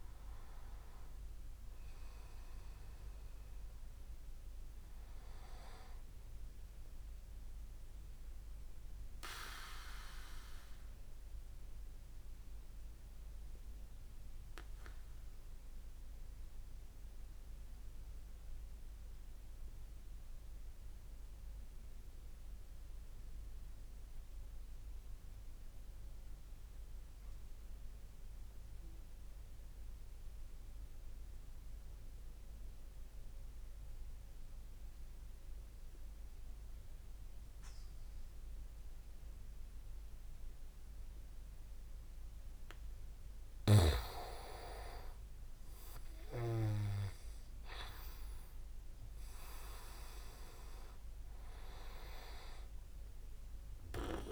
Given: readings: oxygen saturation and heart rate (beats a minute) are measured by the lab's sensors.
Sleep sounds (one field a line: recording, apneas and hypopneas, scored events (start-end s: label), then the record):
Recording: breathing in sleep by a room microphone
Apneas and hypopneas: 1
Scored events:
0.00-17.50 s: oxygen desaturation (device-marked, oxygen 88% lowest)
7.50-43.00 s: obstructive apnea (oxygen 97% before, 89% lowest)
31.50-32.50 s: leg movement (device-marked)
38.50-54.32 s: oxygen desaturation (device-marked, oxygen 98% before, 89% lowest)
46.00-50.50 s: arousal
From the record:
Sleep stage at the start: N2 (light sleep)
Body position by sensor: on the back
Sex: male